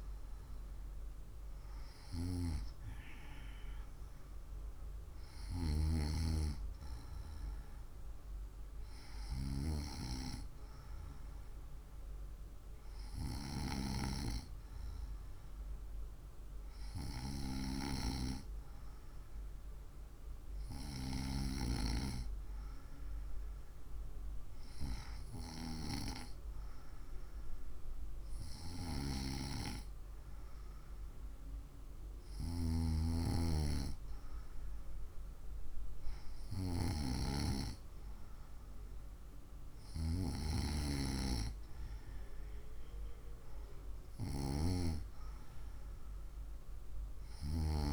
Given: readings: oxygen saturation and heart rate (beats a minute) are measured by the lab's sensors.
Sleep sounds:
breathing in sleep by a room microphone; none
none scored
From the record:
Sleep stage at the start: N2 (light sleep); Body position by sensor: on the right side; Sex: female

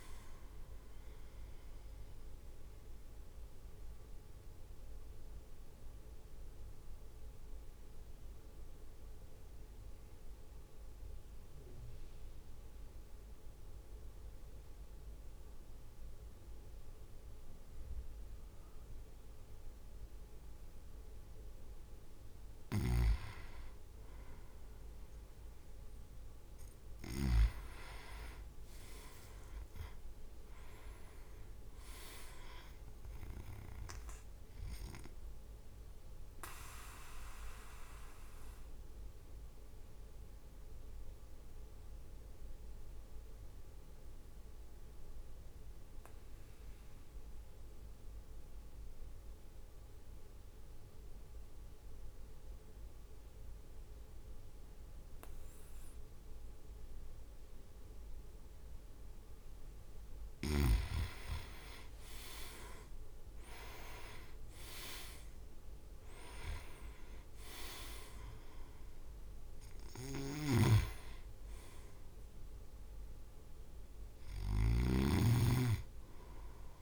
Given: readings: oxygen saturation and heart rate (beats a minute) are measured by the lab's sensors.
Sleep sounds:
breathing in sleep by a room microphone; 2
0.00-9.50 s: drop in pulse transit time (device-marked, heart rate 49 extreme)
1.50-21.00 s: central apnea (oxygen 99% before, 96% lowest, heart rate 58 before, 49 extreme, up 5 after)
22.50-27.50 s: snoring (device-marked)
23.50-26.50 s: arousal
28.50-39.50 s: drop in pulse transit time (device-marked, heart rate 55 before, 54 extreme)
31.50-42.50 s: oxygen desaturation (device-marked, oxygen 100% before, 96% lowest, heart rate 56 before, 53 extreme)
35.00-59.50 s: mixed apnea (oxygen 100% before, 95% lowest, heart rate 57 before, 53 extreme, up 8 after)
61.50-65.00 s: arousal
62.50-75.50 s: drop in pulse transit time (device-marked, heart rate 54 before, 55 extreme)
70.00-75.00 s: snoring (device-marked)
From the record:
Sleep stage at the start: N2 (light sleep); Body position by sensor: on the back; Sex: male

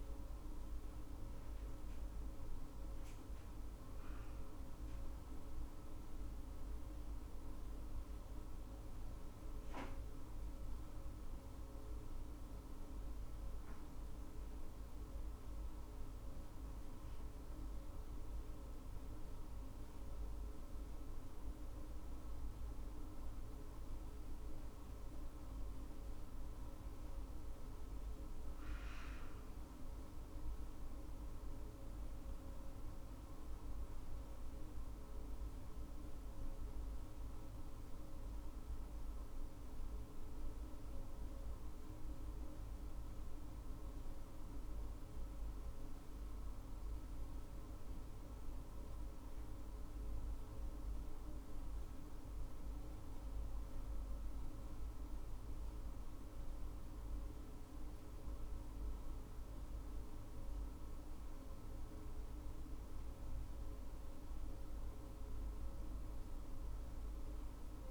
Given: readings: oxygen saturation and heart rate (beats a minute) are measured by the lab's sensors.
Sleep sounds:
breathing in sleep, hard to hear, by a room microphone; none
none scored
From the record:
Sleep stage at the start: N2 (light sleep); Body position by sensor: on the right side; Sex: female

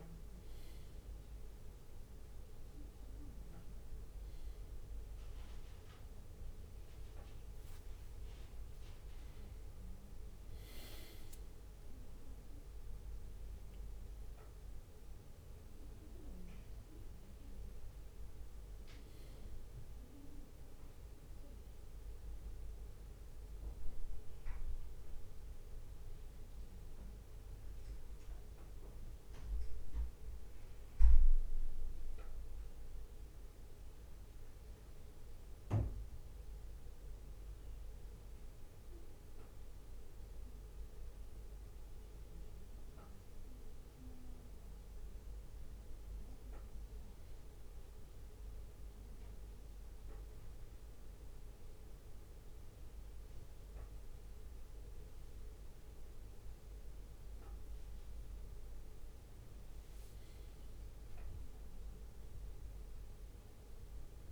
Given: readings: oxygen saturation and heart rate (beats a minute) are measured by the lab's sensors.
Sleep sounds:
a person awake in a sleep study, hard to hear, by a room microphone; none
4.50-6.50 s: bradycardia (device-marked, heart rate 64 before, 61 extreme)
7.50-14.50 s: bradycardia (device-marked, heart rate 64 before, 58 extreme)
19.50-36.50 s: bradycardia (device-marked, heart rate 64 before, 59 extreme)
From the record:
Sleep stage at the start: awake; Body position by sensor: on the left side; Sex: male

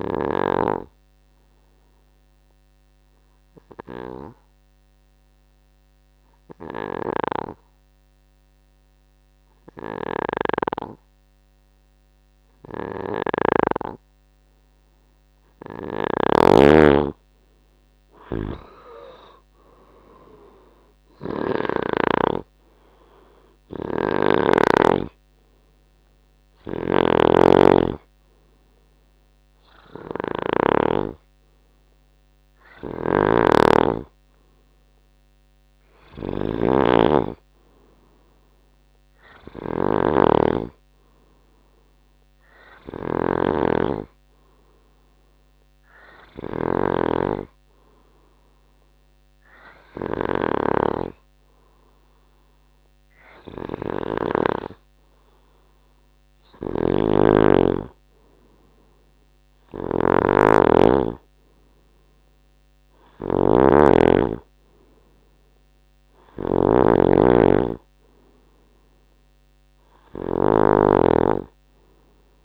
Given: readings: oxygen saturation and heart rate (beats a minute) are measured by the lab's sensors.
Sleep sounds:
breathing in sleep by a microphone on the trachea; 2
0.00-15.50 s: oxygen desaturation (device-marked, oxygen 93% lowest, heart rate 61 extreme)
1.00-15.50 s: obstructive apnea (oxygen 98% before, 92% lowest, heart rate 70 before, 63 extreme, up 10 after)
10.00-24.50 s: snoring (device-marked)
18.00-22.50 s: arousal
24.50-45.50 s: oxygen desaturation (device-marked, oxygen 97% before, 92% lowest, heart rate 69 before, 63 extreme)
26.50-31.00 s: snoring (device-marked)
33.00-54.50 s: snoring (device-marked)
44.50-57.00 s: hypopnea (oxygen 97% before, 94% lowest, heart rate 68 before, 63 extreme, up 8 after)
56.50-72.45 s: snoring (device-marked)
59.00-62.00 s: arousal
From the record:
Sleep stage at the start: N2 (light sleep); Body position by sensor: on the right side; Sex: male

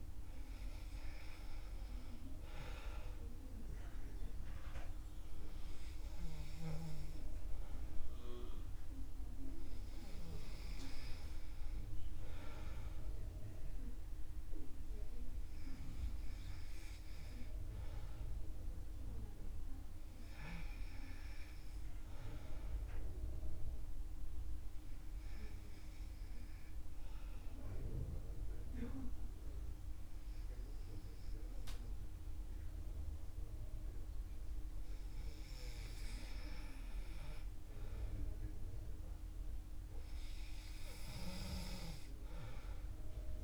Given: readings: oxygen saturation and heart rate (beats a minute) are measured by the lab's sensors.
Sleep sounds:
breathing in sleep by a room microphone; 1
22.00-35.50 s: obstructive apnea (oxygen 98% before, 96% lowest, heart rate 69 before, 63 extreme, up 2 after)
40.50-43.44 s: arousal
From the record:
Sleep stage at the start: N2 (light sleep); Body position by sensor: on the back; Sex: male

